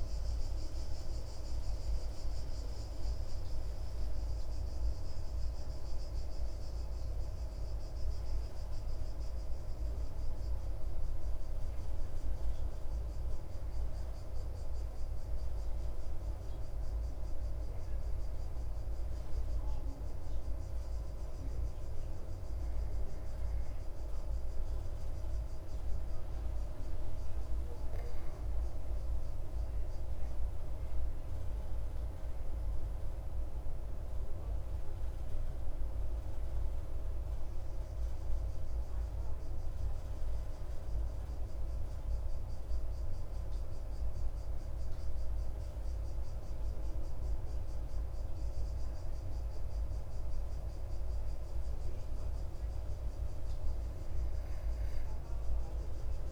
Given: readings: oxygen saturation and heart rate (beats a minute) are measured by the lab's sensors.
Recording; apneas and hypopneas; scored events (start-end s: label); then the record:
breathing in sleep, hard to hear, by a room microphone; none
none scored
From the record:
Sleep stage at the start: N1 (lightest sleep); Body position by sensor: on the back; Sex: male